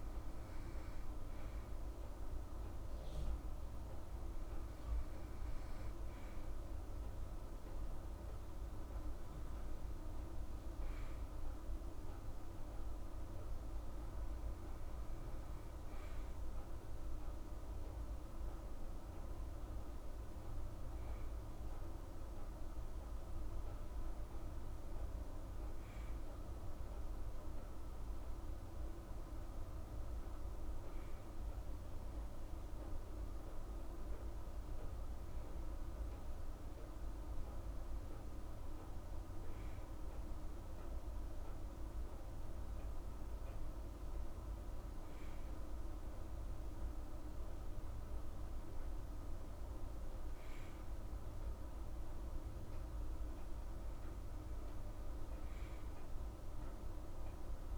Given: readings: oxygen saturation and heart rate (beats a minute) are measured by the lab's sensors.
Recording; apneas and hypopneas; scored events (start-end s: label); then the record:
breathing in sleep, hard to hear, by a room microphone; none
none scored
From the record:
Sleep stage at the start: N2 (light sleep); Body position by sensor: on the right side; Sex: female